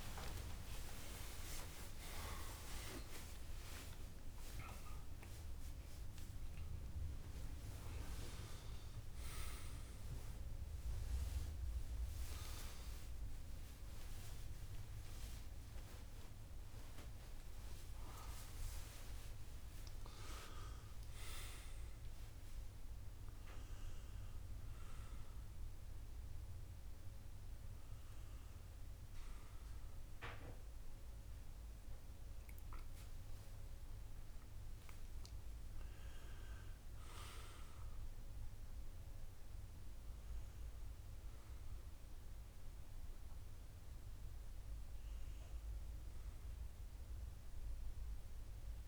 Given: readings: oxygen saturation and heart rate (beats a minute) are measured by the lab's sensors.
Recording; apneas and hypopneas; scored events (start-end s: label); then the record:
a person awake in a sleep study, by a room microphone; none
0.50-30.50 s: new sleep stage, awake
21.50-35.50 s: oxygen desaturation (device-marked, oxygen 100% before, 95% lowest, heart rate 94 before, 54 extreme)
30.50-48.88 s: new sleep stage, N1 (lightest sleep)
42.50-48.88 s: oxygen desaturation (device-marked, oxygen 96% before, 93% lowest, heart rate 66 before, 54 extreme)
From the record:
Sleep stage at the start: N1 (lightest sleep); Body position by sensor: on the left side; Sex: male